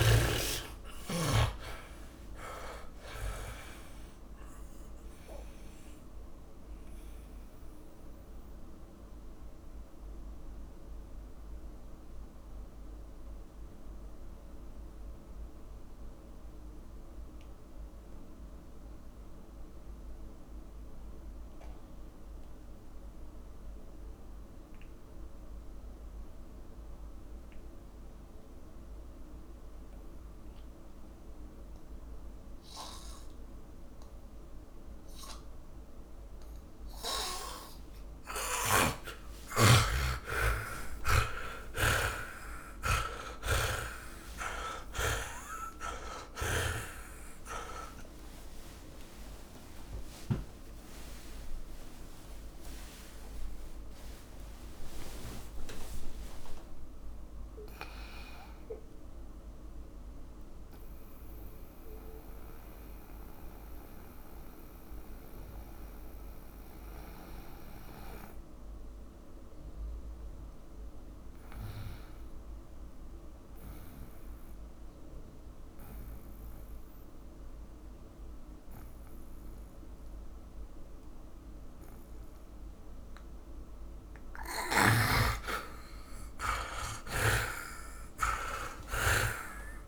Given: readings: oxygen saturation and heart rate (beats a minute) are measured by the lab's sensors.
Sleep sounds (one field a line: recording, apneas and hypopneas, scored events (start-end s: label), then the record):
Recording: breathing in sleep by a room microphone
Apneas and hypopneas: 2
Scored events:
0.00-1.50 s: oxygen desaturation (device-marked, oxygen 90% lowest)
3.50-22.50 s: oxygen desaturation (device-marked, oxygen 94% before, 79% lowest)
9.00-31.00 s: hypopnea (oxygen 100% before, 77% lowest)
33.50-58.50 s: oxygen desaturation (device-marked, oxygen 100% before, 86% lowest)
43.50-47.00 s: snoring (device-marked)
44.00-50.00 s: arousal
47.50-52.50 s: tachycardia (device-marked, heart rate 74 before, 114 extreme)
60.50-82.50 s: hypopnea (oxygen 99% before, 77% lowest, heart rate 74 before, 39 extreme, up 30 after)
64.50-75.50 s: oxygen desaturation (device-marked, oxygen 90% before, 77% lowest, heart rate 76 before, 45 extreme)
85.00-89.50 s: snoring (device-marked)
From the record:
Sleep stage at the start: N2 (light sleep)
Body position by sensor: on the back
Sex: male